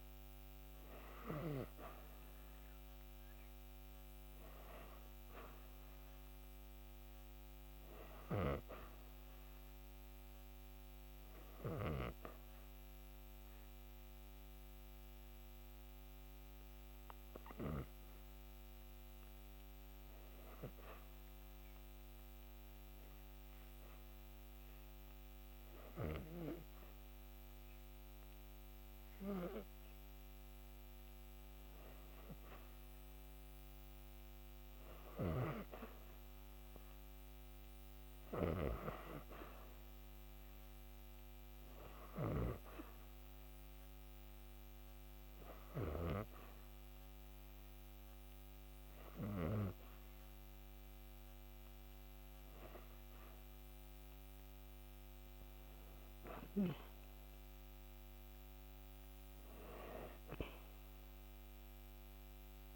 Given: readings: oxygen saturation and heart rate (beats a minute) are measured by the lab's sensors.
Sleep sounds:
breathing in sleep by a microphone on the trachea; 2
3.00-27.00 s: oxygen desaturation (device-marked, oxygen 93% before, 88% lowest)
8.50-19.00 s: obstructive apnea (oxygen 94% before, 88% lowest)
24.50-28.50 s: arousal
39.00-52.50 s: hypopnea (oxygen 92% before, 89% lowest)
55.00-59.50 s: arousal
From the record:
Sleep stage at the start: REM sleep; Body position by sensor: on the back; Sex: female

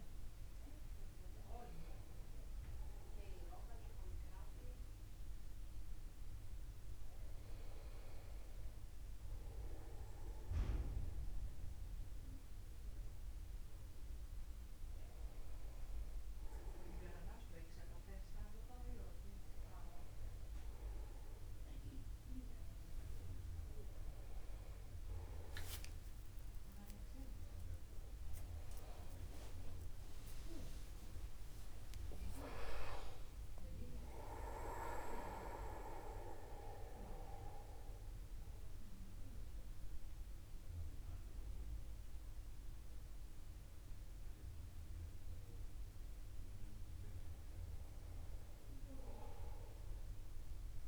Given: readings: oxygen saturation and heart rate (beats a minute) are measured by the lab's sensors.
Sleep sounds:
a person awake in a sleep study, by a room microphone; none
26.00-28.00 s: long interval between heartbeats (device-marked, heart rate 51 before, 76 extreme)
30.00-32.00 s: long interval between heartbeats (device-marked, heart rate 58 before, 93 extreme)
42.00-50.88 s: new sleep stage, N1 (lightest sleep)
From the record:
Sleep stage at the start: awake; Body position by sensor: upright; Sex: male

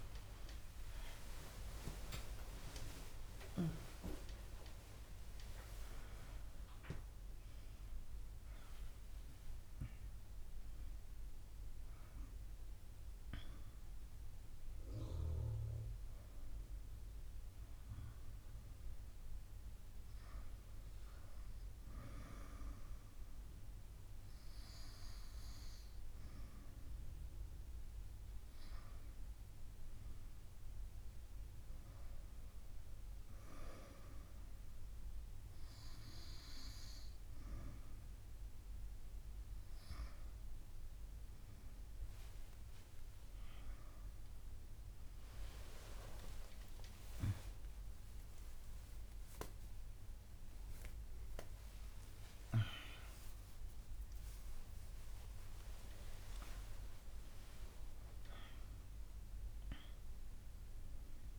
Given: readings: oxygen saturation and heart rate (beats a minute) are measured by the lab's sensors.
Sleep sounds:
a person partly awake in a sleep study, by a room microphone; none
10.00-61.39 s: new sleep stage, N1 (lightest sleep)
45.50-47.50 s: long interval between heartbeats (device-marked)
46.50-51.50 s: arousal
47.00-61.39 s: bradycardia (device-marked)
51.00-53.00 s: long interval between heartbeats (device-marked)
From the record:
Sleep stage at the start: awake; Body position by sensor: on the back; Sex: female

